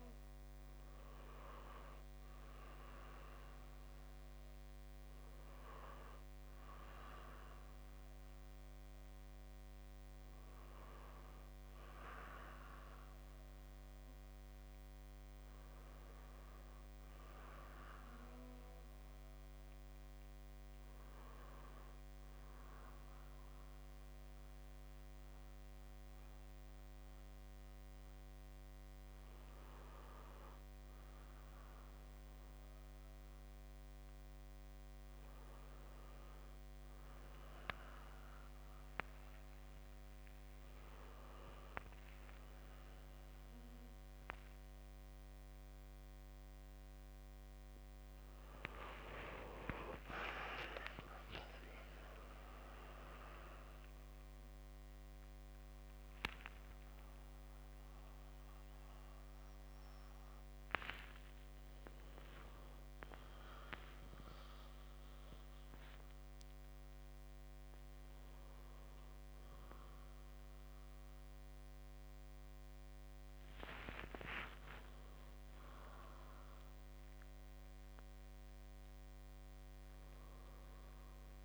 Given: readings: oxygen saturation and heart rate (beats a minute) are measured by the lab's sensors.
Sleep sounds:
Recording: a person awake in a sleep study, by a microphone on the trachea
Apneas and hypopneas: none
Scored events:
30.00-81.45 s: new sleep stage, awake
62.00-64.00 s: long interval between heartbeats (device-marked, heart rate 66 before, 74 extreme)
From the record:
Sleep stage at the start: N1 (lightest sleep)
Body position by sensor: on the back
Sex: male

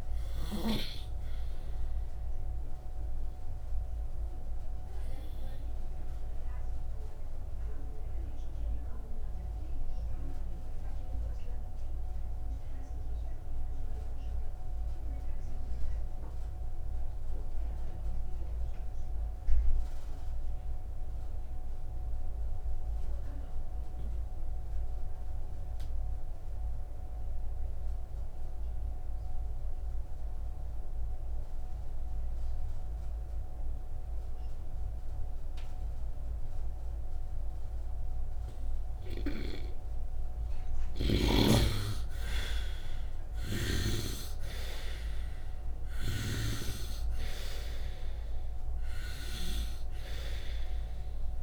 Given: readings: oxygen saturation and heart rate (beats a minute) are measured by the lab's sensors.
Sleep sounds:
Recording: breathing in sleep by a room microphone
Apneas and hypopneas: 1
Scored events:
0.00-1.00 s: snoring (device-marked)
0.00-31.50 s: oxygen desaturation (device-marked, oxygen 75% lowest, heart rate 49 extreme)
3.00-38.00 s: obstructive apnea (oxygen 97% before, 69% lowest, heart rate 61 before, 49 extreme, up 4 after)
39.50-51.43 s: oxygen desaturation (device-marked, oxygen 95% before, 69% lowest, heart rate 59 before, 55 extreme)
40.50-45.00 s: arousal
From the record:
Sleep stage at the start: N2 (light sleep)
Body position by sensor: upright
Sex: male

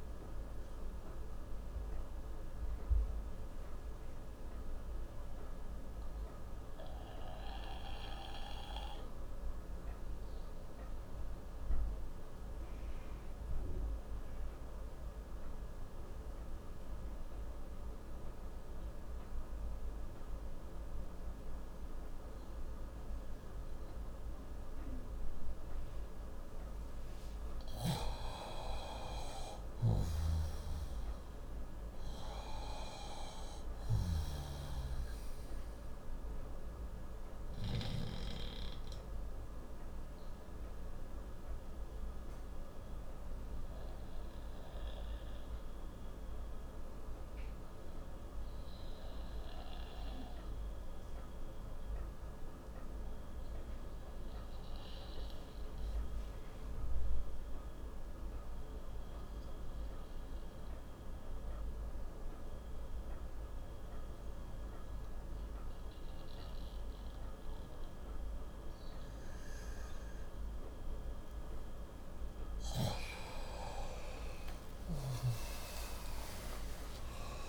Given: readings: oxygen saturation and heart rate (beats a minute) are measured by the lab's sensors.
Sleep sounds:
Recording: breathing in sleep by a room microphone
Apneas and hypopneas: 2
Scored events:
0.00-22.00 s: oxygen desaturation (device-marked, oxygen 90% lowest, heart rate 58 extreme)
0.50-26.50 s: obstructive apnea (oxygen 98% before, 90% lowest, heart rate 67 before, 58 extreme, up 9 after)
28.50-32.00 s: arousal
31.00-58.00 s: oxygen desaturation (device-marked, oxygen 97% before, 90% lowest, heart rate 60 before, 58 extreme)
39.00-71.50 s: obstructive apnea (oxygen 97% before, 88% lowest, heart rate 64 before, 58 extreme, up 48 after)
73.50-77.49 s: arousal
75.00-77.49 s: oxygen desaturation (device-marked, oxygen 96% before, 88% lowest, heart rate 66 before, 56 extreme)
From the record:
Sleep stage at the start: N2 (light sleep)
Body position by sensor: on the left side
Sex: male

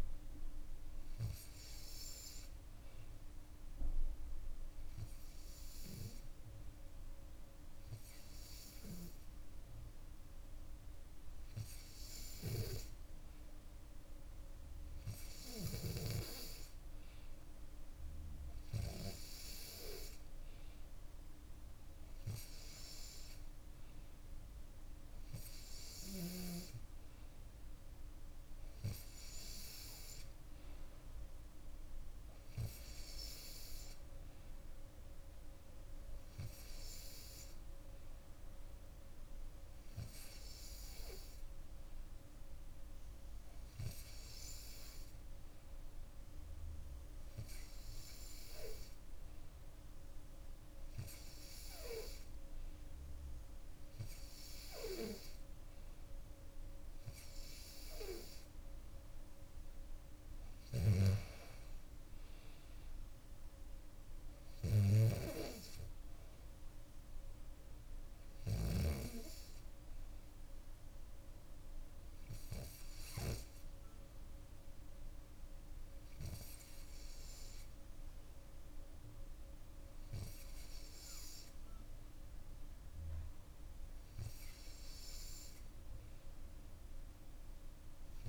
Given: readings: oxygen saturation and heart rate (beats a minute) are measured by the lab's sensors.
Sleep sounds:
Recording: breathing in sleep by a room microphone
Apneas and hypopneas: none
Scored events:
67.00-71.00 s: bradycardia (device-marked, heart rate 65 before, 59 extreme)
From the record:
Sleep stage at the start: N2 (light sleep)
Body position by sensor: on the back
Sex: female

